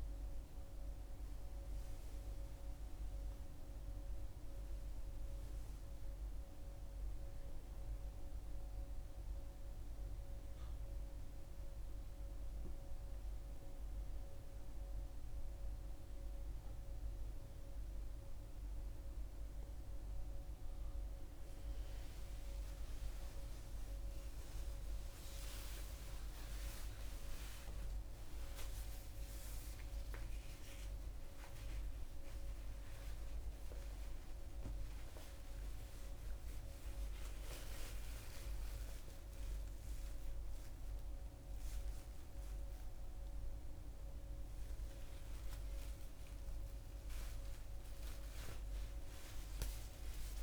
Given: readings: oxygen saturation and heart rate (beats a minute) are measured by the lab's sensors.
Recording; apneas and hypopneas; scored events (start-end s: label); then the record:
a person awake in a sleep study, hard to hear, by a room microphone; none
none scored
From the record:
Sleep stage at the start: awake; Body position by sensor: on the back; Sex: female